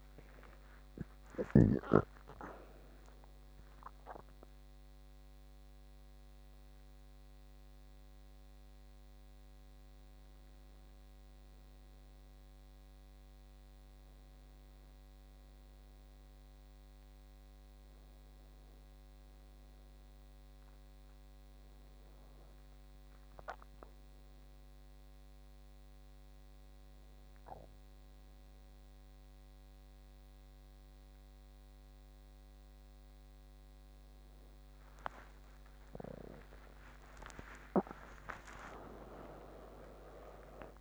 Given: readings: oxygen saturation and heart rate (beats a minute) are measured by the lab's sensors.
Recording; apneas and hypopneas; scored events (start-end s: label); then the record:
a person awake in a sleep study, by a microphone on the trachea; none
none scored
From the record:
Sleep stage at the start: awake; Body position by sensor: upright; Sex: female